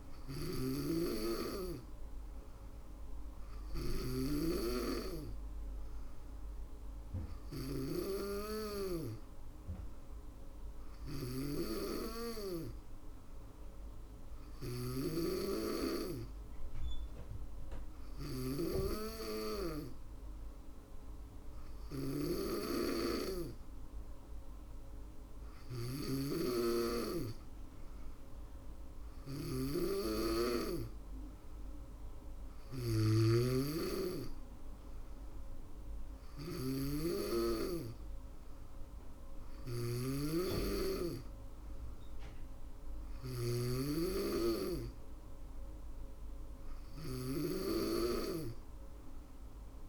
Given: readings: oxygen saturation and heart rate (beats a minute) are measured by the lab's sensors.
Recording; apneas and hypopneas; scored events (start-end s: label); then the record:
breathing in sleep by a room microphone; none
0.00-49.89 s: snoring (device-marked)
From the record:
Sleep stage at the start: N2 (light sleep); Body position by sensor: on the back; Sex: female